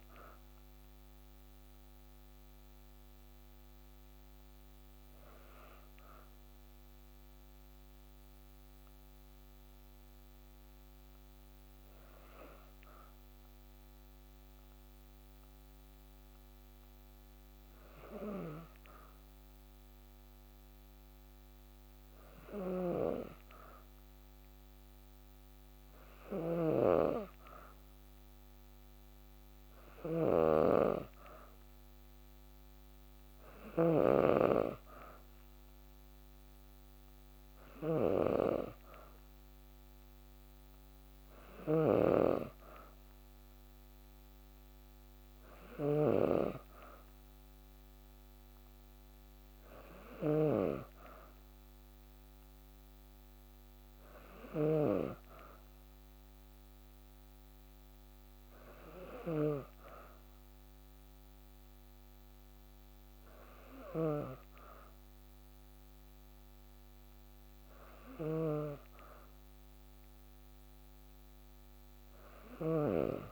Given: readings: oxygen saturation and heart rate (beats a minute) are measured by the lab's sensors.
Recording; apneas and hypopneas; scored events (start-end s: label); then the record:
breathing in sleep by a microphone on the trachea; 1
0.50-19.00 s: hypopnea (oxygen 94% before, 93% lowest, heart rate 54 before, 51 extreme, up 3 after)
22.00-25.00 s: arousal
22.00-59.00 s: snoring (device-marked)
67.50-73.32 s: snoring (device-marked)
From the record:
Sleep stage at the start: N2 (light sleep); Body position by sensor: on the back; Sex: female